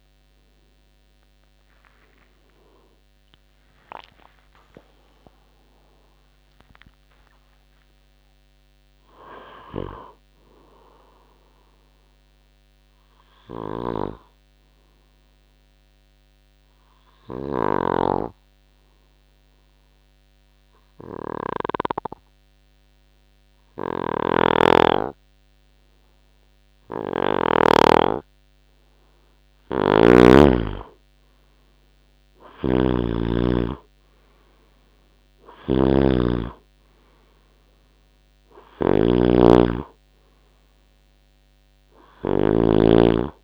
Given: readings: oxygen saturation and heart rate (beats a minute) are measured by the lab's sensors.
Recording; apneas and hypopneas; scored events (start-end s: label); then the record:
breathing in sleep by a microphone on the trachea; 1
0.00-2.00 s: oxygen desaturation (device-marked, oxygen 92% lowest, heart rate 60 extreme)
1.00-6.00 s: tachycardia (device-marked, heart rate 69 before, 104 extreme)
2.50-7.00 s: arousal
13.50-18.00 s: snoring (device-marked)
16.00-29.50 s: obstructive apnea (oxygen 95% before, 91% lowest, heart rate 90 before, 64 extreme, up 12 after)
24.00-30.50 s: snoring (device-marked)
32.50-37.00 s: arousal
32.50-43.44 s: snoring (device-marked)
From the record:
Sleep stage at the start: N2 (light sleep); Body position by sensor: on the right side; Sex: male